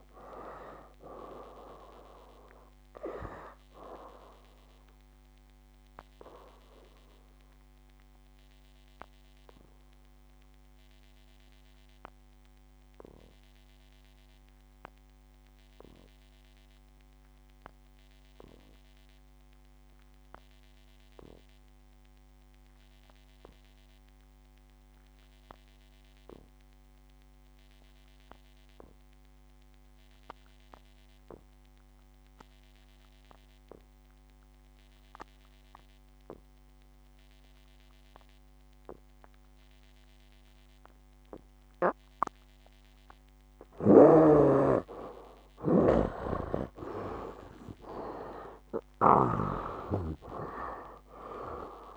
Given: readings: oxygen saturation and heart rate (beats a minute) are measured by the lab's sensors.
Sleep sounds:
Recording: breathing in sleep by a microphone on the trachea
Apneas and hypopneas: 1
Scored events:
0.00-27.00 s: oxygen desaturation (device-marked, oxygen 73% lowest, heart rate 57 extreme)
4.50-43.00 s: obstructive apnea (oxygen 98% before, 68% lowest, heart rate 70 before, 57 extreme, up 12 after)
29.00-51.97 s: oxygen desaturation (device-marked, oxygen 98% before, 68% lowest, heart rate 60 before, 58 extreme)
46.50-50.00 s: arousal
From the record:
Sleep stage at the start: N2 (light sleep)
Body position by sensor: on the back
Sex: male

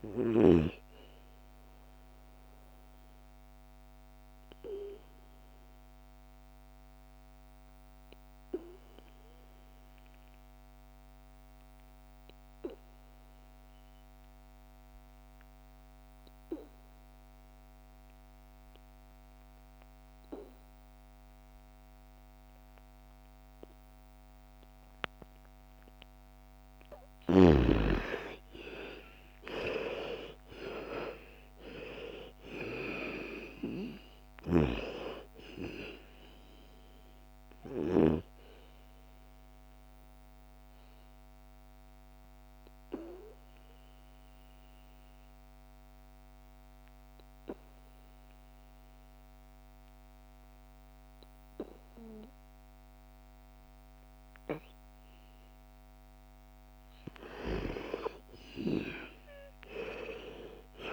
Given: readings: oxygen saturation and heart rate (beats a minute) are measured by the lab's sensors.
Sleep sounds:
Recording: breathing in sleep by a microphone on the trachea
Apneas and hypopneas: 2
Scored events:
0.00-12.50 s: oxygen desaturation (device-marked, oxygen 84% lowest, heart rate 55 extreme)
1.50-26.00 s: obstructive apnea (oxygen 99% before, 79% lowest, heart rate 62 before, 55 extreme, up 16 after)
25.50-49.50 s: oxygen desaturation (device-marked, oxygen 98% before, 79% lowest, heart rate 56 before, 55 extreme)
28.00-32.00 s: arousal
38.50-55.50 s: obstructive apnea (oxygen 98% before, 79% lowest, heart rate 62 before, 52 extreme, up 11 after)
57.50-60.93 s: oxygen desaturation (device-marked, oxygen 99% before, 87% lowest, heart rate 60 before, 52 extreme)
58.00-60.93 s: arousal
From the record:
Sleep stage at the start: N2 (light sleep)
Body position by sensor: on the back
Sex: female

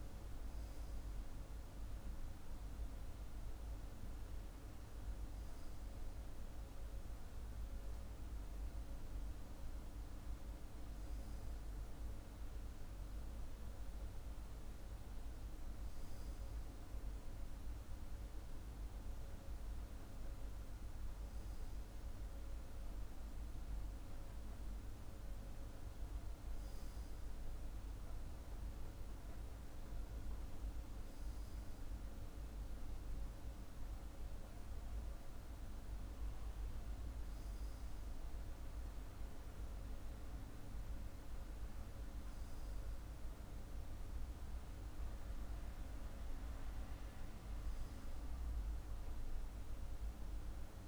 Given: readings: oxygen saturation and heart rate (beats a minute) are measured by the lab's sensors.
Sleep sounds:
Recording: breathing in sleep, hard to hear, by a room microphone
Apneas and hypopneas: none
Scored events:
none scored
From the record:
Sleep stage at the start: N2 (light sleep)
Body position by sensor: on the left side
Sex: male

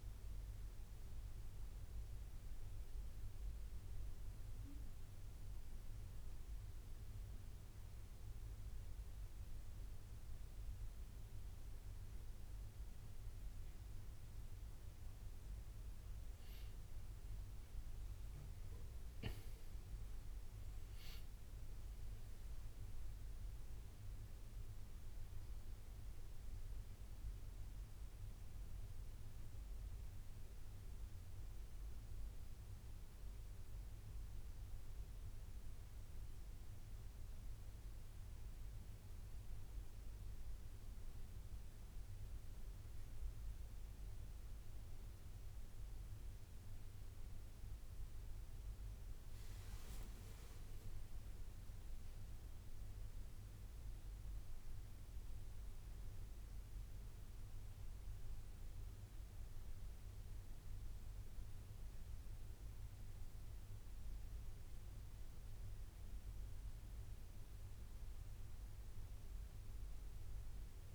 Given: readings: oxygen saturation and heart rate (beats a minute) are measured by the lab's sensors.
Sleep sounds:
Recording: breathing in sleep, hard to hear, by a room microphone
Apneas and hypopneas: none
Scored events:
11.00-70.95 s: new sleep stage, N2 (light sleep)
From the record:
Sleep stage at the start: N1 (lightest sleep)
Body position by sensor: on the right side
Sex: male

